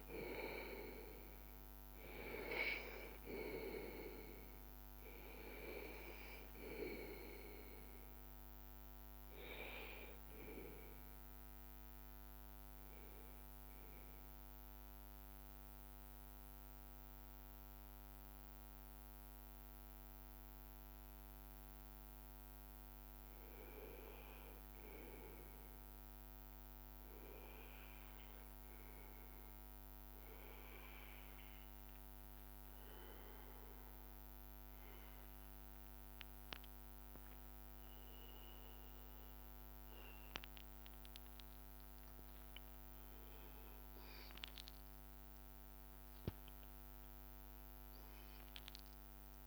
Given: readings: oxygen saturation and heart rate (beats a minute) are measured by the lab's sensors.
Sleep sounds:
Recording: breathing in sleep by a microphone on the trachea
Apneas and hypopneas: 1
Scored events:
0.00-8.00 s: oxygen desaturation (device-marked, oxygen 93% lowest, heart rate 83 extreme)
11.50-39.00 s: mixed apnea (oxygen 99% before, 93% lowest, heart rate 85 before, 81 extreme, up 0 after)
41.00-44.50 s: arousal
From the record:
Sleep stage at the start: N2 (light sleep)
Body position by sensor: on the back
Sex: male

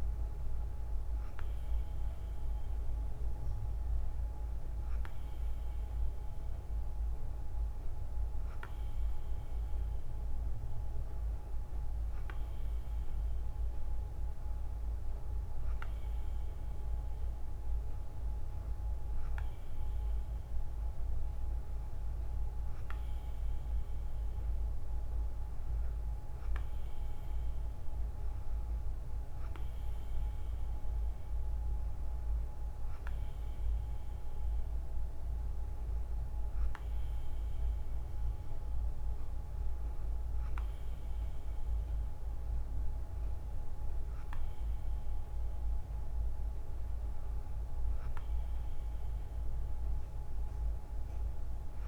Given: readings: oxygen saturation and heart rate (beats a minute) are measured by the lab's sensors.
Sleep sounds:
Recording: breathing in sleep, hard to hear, by a room microphone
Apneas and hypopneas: none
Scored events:
none scored
From the record:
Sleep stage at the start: N2 (light sleep)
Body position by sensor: on the right side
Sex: female

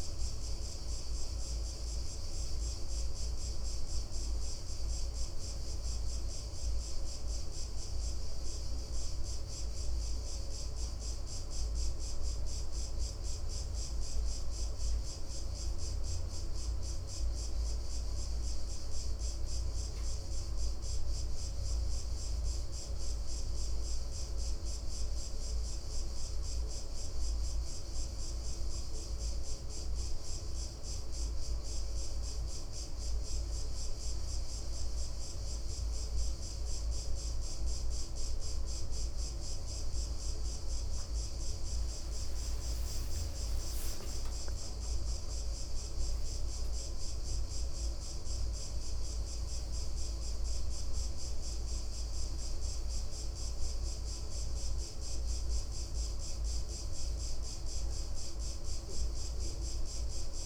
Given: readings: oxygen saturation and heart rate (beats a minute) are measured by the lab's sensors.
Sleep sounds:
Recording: a person partly awake in a sleep study, hard to hear, by a room microphone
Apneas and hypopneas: none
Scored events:
4.00-34.00 s: new sleep stage, N1 (lightest sleep)
34.00-60.46 s: new sleep stage, N2 (light sleep)
From the record:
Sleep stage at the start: awake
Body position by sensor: on the back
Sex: male

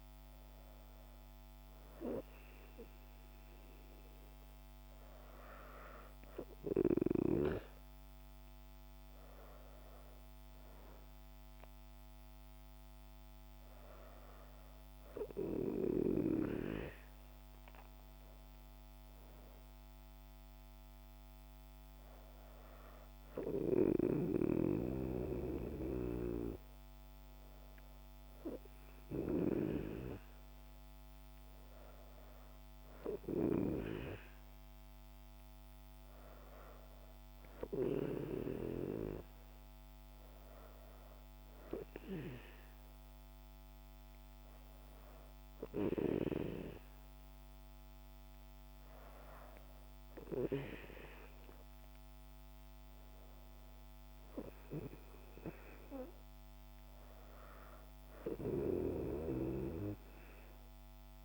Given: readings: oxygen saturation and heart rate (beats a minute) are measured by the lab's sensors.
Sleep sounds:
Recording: breathing in sleep by a microphone on the trachea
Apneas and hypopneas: none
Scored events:
none scored
From the record:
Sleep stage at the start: N2 (light sleep)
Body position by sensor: on the back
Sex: female

